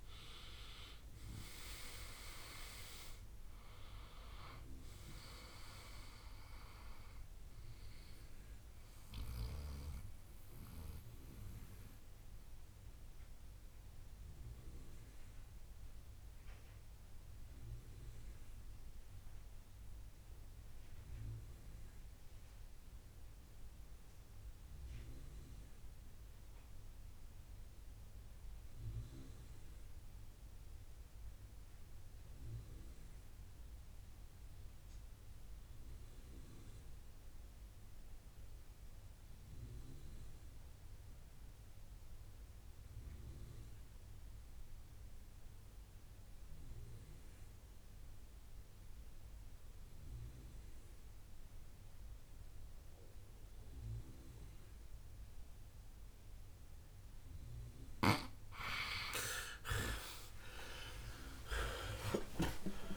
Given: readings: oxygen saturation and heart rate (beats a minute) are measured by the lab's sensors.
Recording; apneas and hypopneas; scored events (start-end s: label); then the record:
breathing in sleep by a room microphone; 1
0.00-20.50 s: oxygen desaturation (device-marked, oxygen 86% lowest, heart rate 56 extreme)
9.00-58.50 s: mixed apnea (oxygen 97% before, 82% lowest, heart rate 74 before, 53 extreme, up 28 after)
38.50-62.97 s: oxygen desaturation (device-marked, oxygen 98% before, 82% lowest, heart rate 62 before, 53 extreme)
60.50-62.97 s: arousal
From the record:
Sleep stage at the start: N2 (light sleep); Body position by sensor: on the right side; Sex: male